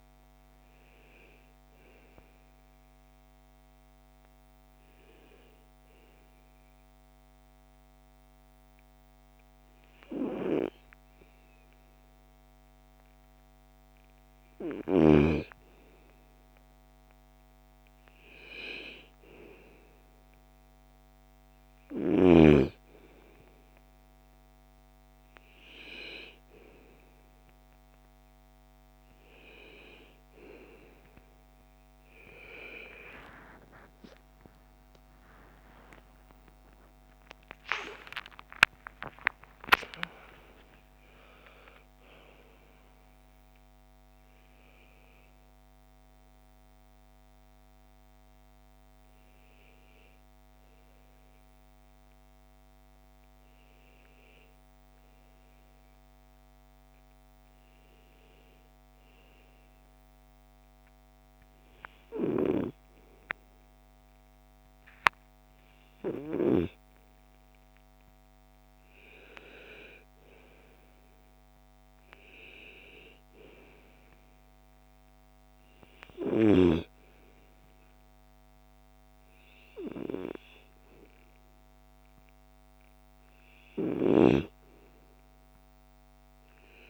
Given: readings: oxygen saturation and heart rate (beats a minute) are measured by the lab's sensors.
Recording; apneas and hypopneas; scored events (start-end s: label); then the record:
breathing in sleep by a microphone on the trachea; 1
0.00-13.50 s: oxygen desaturation (device-marked, oxygen 76% lowest, heart rate 48 extreme)
6.00-17.00 s: hypopnea (oxygen 94% before, 76% lowest, heart rate 83 before, 58 extreme, up 6 after)
29.50-34.50 s: arousal
36.50-86.90 s: new sleep stage, N1 (lightest sleep)
71.50-86.90 s: oxygen desaturation (device-marked, oxygen 97% before, 93% lowest, heart rate 61 before, 60 extreme)
From the record:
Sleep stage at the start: N2 (light sleep); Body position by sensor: on the right side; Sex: female